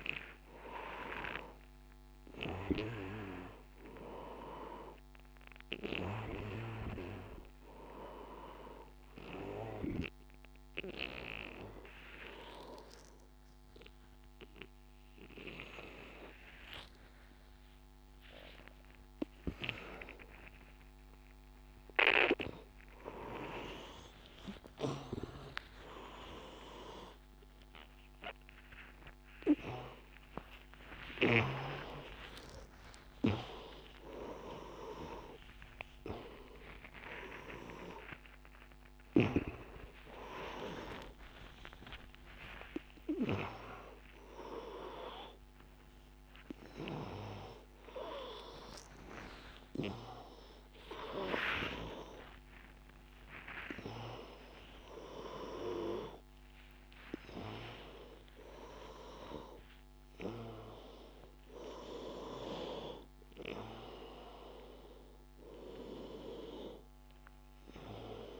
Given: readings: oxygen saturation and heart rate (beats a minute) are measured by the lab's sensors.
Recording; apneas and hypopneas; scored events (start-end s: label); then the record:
a person awake in a sleep study, by a microphone on the trachea; none
21.50-23.50 s: long interval between heartbeats (device-marked, heart rate 97 before, 153 extreme)
27.50-29.50 s: long interval between heartbeats (device-marked, heart rate 119 before, 133 extreme)
30.00-32.00 s: long interval between heartbeats (device-marked, heart rate 125 before, 150 extreme)
32.50-34.50 s: long interval between heartbeats (device-marked, heart rate 132 before, 157 extreme)
45.50-47.50 s: long interval between heartbeats (device-marked, heart rate 136 before, 109 extreme)
48.00-50.00 s: long interval between heartbeats (device-marked, heart rate 128 before, 111 extreme)
From the record:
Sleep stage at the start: awake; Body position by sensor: on the back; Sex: male